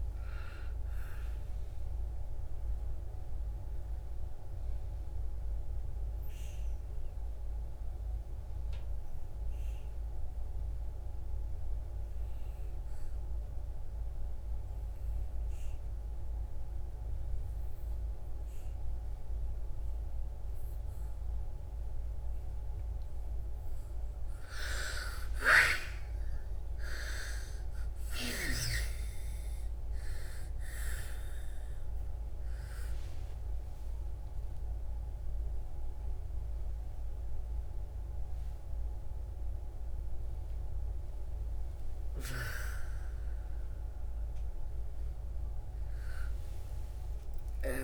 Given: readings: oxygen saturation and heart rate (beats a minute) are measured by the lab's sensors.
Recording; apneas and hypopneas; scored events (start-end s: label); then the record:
a person awake in a sleep study, by a room microphone; 1
0.00-14.50 s: oxygen desaturation (device-marked, oxygen 76% lowest, heart rate 57 extreme)
1.50-24.00 s: obstructive apnea (oxygen 99% before, 76% lowest, heart rate 76 before, 59 extreme, up 42 after)
14.50-47.84 s: new sleep stage, awake
24.50-47.84 s: oxygen desaturation (device-marked, oxygen 99% before, 82% lowest, heart rate 67 before, 59 extreme)
From the record:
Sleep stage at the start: N2 (light sleep); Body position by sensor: on the back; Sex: female